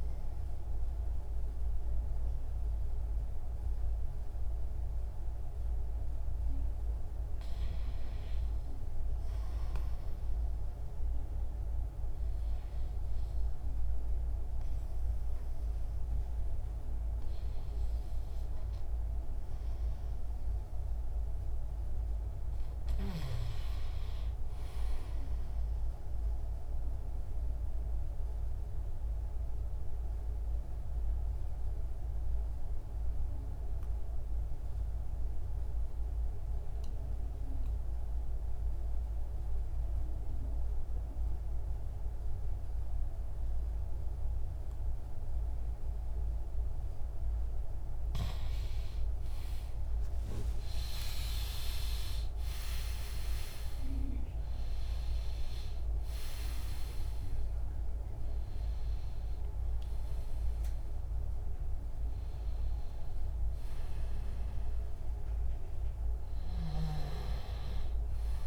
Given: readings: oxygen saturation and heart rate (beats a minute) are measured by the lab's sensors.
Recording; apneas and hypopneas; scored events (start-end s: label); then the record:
breathing in sleep by a room microphone; 1
0.00-5.00 s: oxygen desaturation (device-marked, oxygen 94% lowest)
26.00-47.50 s: obstructive apnea (oxygen 98% before, 90% lowest)
49.00-53.50 s: arousal
59.00-68.47 s: oxygen desaturation (device-marked, oxygen 96% before, 90% lowest, heart rate 54 before, 30 extreme)
From the record:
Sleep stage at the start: REM sleep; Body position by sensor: on the back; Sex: male